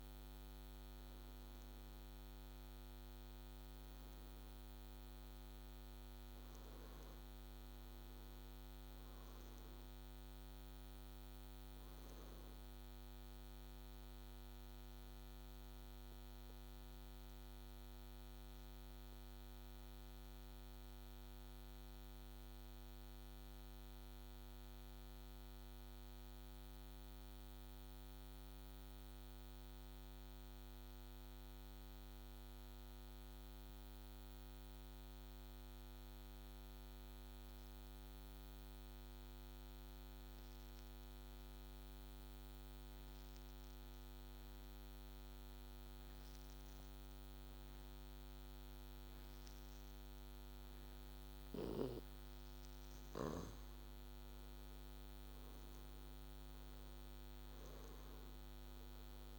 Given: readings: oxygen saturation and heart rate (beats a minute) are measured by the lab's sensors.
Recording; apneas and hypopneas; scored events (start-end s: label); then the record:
breathing in sleep, hard to hear, by a microphone on the trachea; 1
0.00-3.50 s: arousal
0.00-34.50 s: oxygen desaturation (device-marked, oxygen 84% lowest, heart rate 63 extreme)
15.50-50.50 s: mixed apnea (oxygen 98% before, 82% lowest, heart rate 68 before, 63 extreme, up 6 after)
44.50-59.39 s: oxygen desaturation (device-marked, oxygen 99% before, 82% lowest, heart rate 65 before, 65 extreme)
53.00-57.50 s: arousal
From the record:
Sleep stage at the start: N2 (light sleep); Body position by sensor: on the back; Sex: male